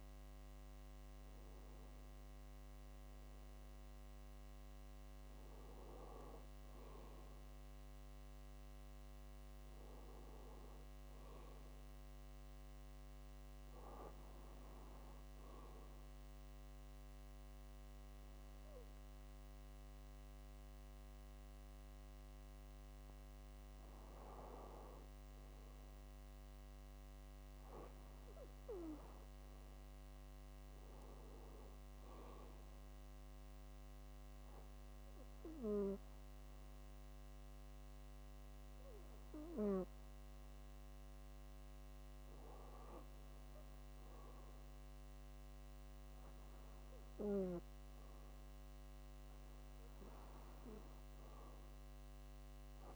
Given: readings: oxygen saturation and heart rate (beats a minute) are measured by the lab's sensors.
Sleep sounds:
breathing in sleep by a microphone on the trachea; 1
0.00-2.50 s: arousal
21.50-52.96 s: new sleep stage, REM sleep
26.50-30.00 s: arousal
33.50-44.50 s: obstructive apnea (oxygen 96% before, 93% lowest, heart rate 67 before, 62 extreme, up 6 after)
47.00-50.00 s: arousal
From the record:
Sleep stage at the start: N2 (light sleep); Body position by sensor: on the back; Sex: female

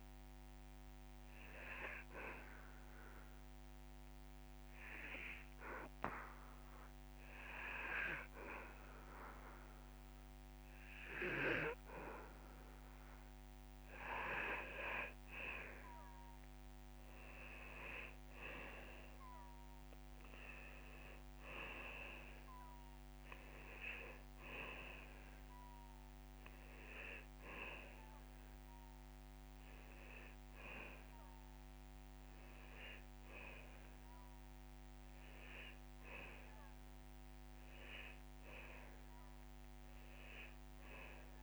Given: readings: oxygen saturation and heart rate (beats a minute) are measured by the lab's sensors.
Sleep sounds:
breathing in sleep by a microphone on the trachea; 1
2.50-15.00 s: hypopnea (oxygen 96% before, 92% lowest)
17.00-19.50 s: arousal
25.00-41.42 s: oxygen desaturation (device-marked, oxygen 95% before, 92% lowest)
From the record:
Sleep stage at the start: N2 (light sleep); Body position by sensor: on the back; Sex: male

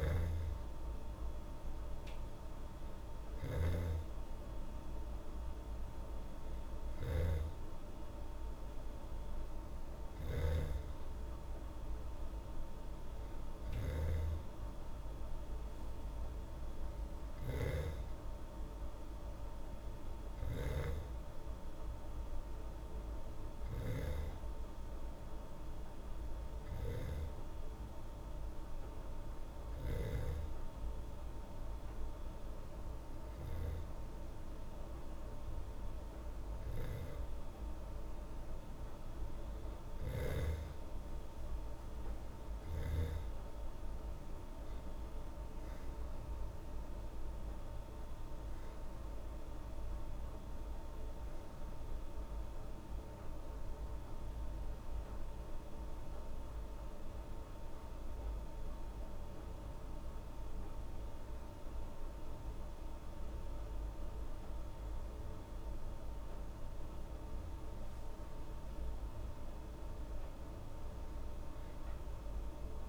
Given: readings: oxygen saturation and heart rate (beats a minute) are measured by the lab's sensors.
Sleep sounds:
breathing in sleep by a room microphone; none
10.00-14.00 s: snoring (device-marked)
From the record:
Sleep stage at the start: N2 (light sleep); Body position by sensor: on the back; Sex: female

